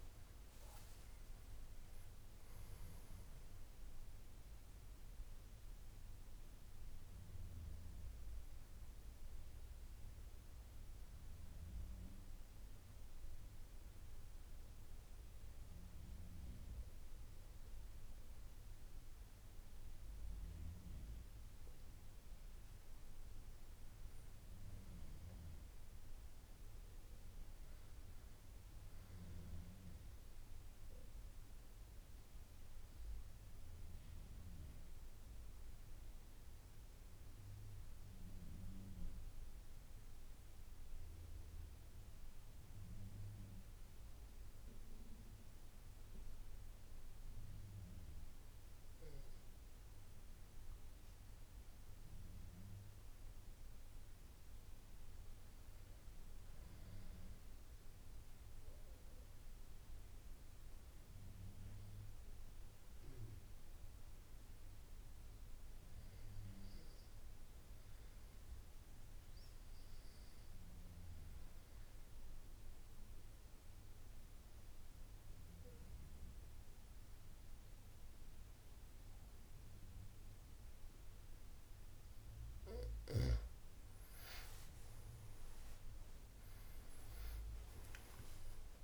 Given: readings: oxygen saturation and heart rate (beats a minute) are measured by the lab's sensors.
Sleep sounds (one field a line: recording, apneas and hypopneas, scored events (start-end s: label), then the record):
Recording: breathing in sleep, hard to hear, by a room microphone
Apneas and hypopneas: 2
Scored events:
5.50-21.50 s: central apnea (oxygen 96% before, 92% lowest, heart rate 140 before, 68 extreme, up 12 after)
23.00-26.00 s: arousal
28.50-42.50 s: oxygen desaturation (device-marked, oxygen 98% before, 93% lowest, heart rate 73 before, 69 extreme)
67.00-82.00 s: obstructive apnea (oxygen 96% before, 87% lowest, heart rate 76 before, 76 extreme, up 13 after)
84.00-88.50 s: arousal
From the record:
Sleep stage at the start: N2 (light sleep)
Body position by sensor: on the back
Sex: male